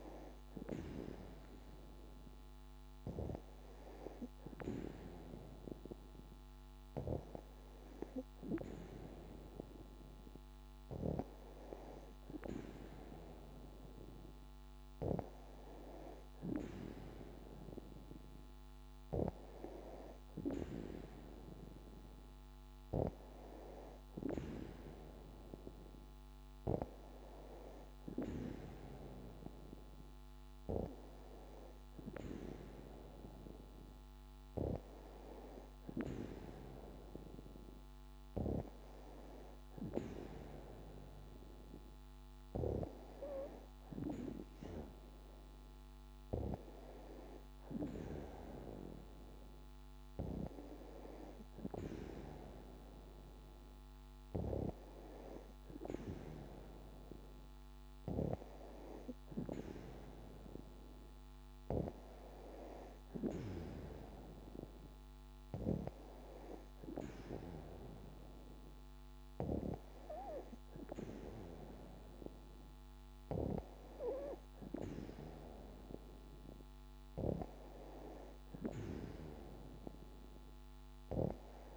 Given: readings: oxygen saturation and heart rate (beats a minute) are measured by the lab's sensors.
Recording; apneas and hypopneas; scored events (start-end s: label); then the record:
breathing in sleep by a microphone on the trachea; none
none scored
From the record:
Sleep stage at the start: N2 (light sleep); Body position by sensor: on the back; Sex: female